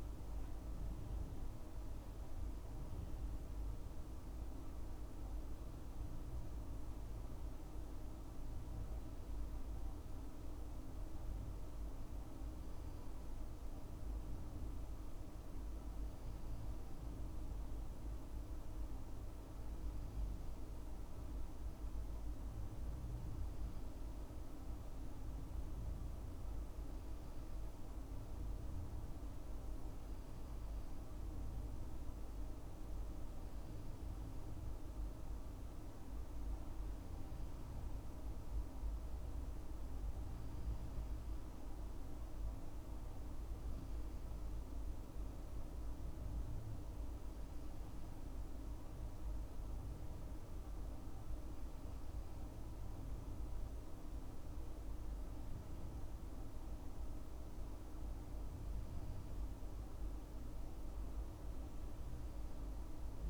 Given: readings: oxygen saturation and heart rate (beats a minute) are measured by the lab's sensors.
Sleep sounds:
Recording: breathing in sleep, hard to hear, by a room microphone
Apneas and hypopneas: none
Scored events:
none scored
From the record:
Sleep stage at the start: N2 (light sleep)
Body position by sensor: on the left side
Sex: male

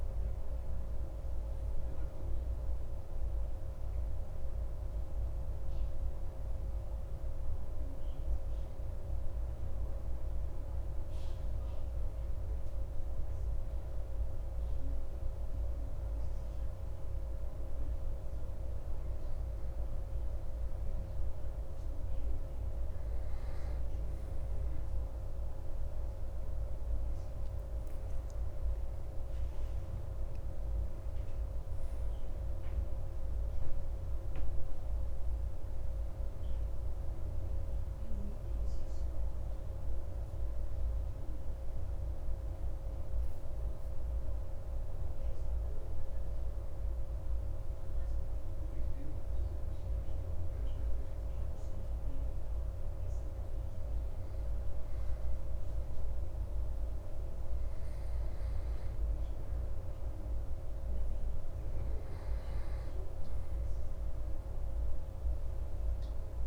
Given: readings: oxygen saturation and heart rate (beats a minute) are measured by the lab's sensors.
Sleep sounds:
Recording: breathing in sleep, hard to hear, by a room microphone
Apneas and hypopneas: 2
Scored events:
7.00-20.00 s: hypopnea (oxygen 97% before, 93% lowest)
22.50-26.50 s: arousal
27.50-51.50 s: oxygen desaturation (device-marked, oxygen 97% before, 93% lowest)
33.50-66.47 s: new sleep stage, N2 (light sleep)
47.50-61.50 s: hypopnea (oxygen 97% before, 94% lowest)
64.00-66.47 s: arousal
From the record:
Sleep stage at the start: N1 (lightest sleep)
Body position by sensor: on the back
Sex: male

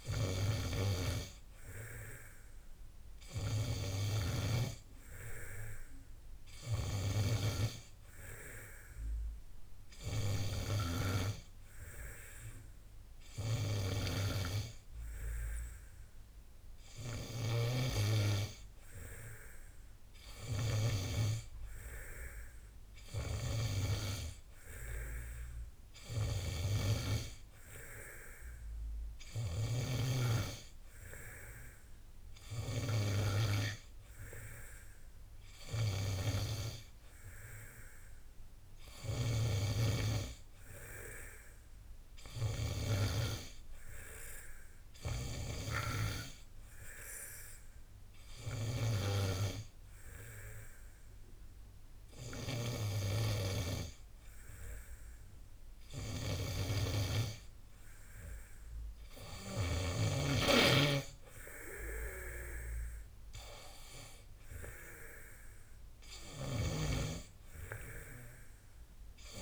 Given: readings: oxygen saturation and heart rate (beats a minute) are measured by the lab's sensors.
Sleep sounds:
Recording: breathing in sleep by a room microphone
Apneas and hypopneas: 1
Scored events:
48.00-59.00 s: hypopnea (oxygen 92% before, 90% lowest, heart rate 60 before, 55 extreme, up 12 after)
61.50-64.50 s: arousal
From the record:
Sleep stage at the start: N2 (light sleep)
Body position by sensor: on the back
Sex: male

